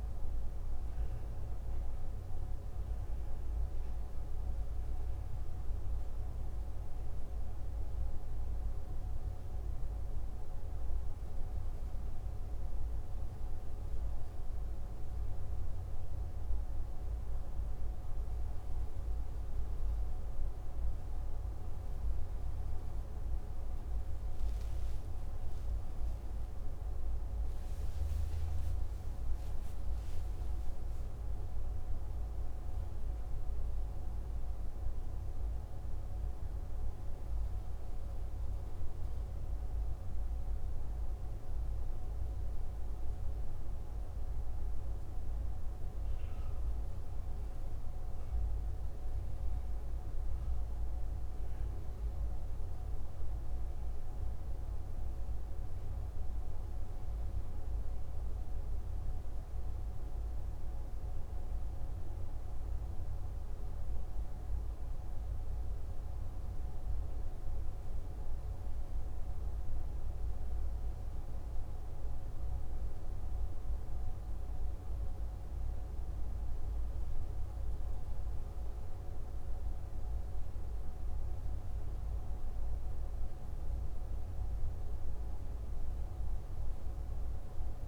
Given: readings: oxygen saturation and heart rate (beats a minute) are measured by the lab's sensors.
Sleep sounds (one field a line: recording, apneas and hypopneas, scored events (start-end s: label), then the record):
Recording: breathing in sleep, hard to hear, by a room microphone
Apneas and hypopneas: none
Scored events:
25.00-30.50 s: arousal
From the record:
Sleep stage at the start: N1 (lightest sleep)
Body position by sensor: on the left side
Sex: male